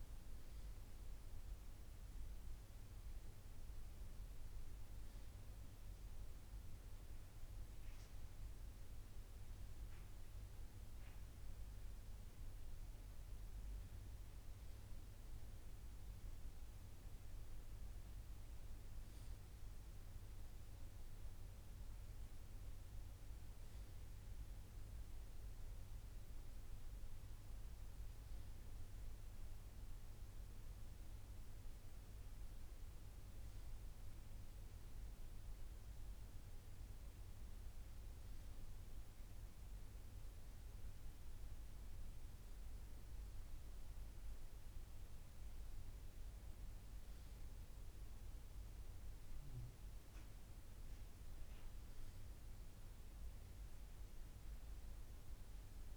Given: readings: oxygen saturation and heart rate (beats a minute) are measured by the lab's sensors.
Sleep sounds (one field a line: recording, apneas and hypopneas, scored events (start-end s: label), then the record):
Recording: breathing in sleep, hard to hear, by a room microphone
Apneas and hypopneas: none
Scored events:
none scored
From the record:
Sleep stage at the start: N3 (deep sleep)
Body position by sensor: on the right side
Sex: male